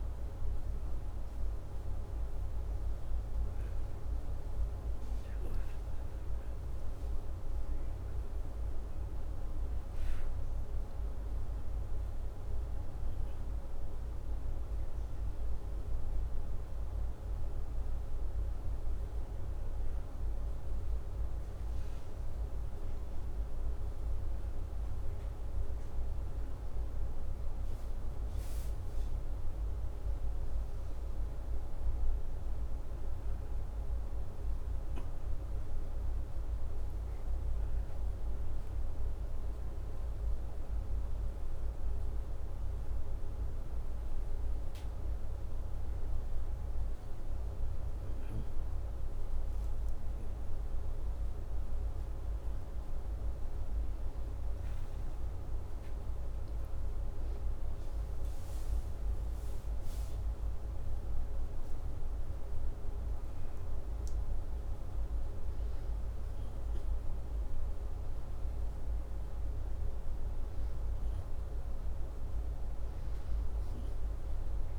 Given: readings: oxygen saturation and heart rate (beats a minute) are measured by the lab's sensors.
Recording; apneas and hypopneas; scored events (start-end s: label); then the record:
breathing in sleep, hard to hear, by a room microphone; none
4.50-8.50 s: arousal
From the record:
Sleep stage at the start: N2 (light sleep); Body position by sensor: upright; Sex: male